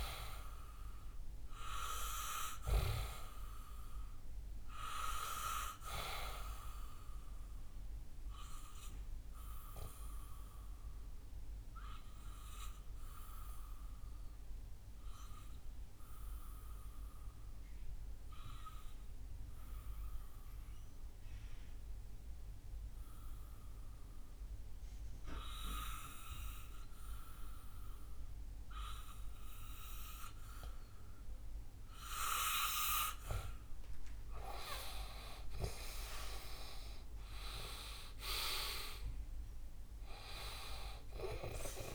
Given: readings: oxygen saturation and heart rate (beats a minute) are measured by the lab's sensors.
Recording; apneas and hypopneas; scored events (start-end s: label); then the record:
breathing in sleep by a room microphone; 1
0.00-3.00 s: arousal
1.00-25.00 s: oxygen desaturation (device-marked, oxygen 98% before, 91% lowest, heart rate 65 before, 60 extreme)
7.50-33.50 s: obstructive apnea (oxygen 98% before, 90% lowest, heart rate 66 before, 60 extreme, up 10 after)
36.00-41.95 s: oxygen desaturation (device-marked, oxygen 96% before, 90% lowest, heart rate 63 before, 62 extreme)
36.50-41.00 s: arousal
From the record:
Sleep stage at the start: N2 (light sleep); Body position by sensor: on the back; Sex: male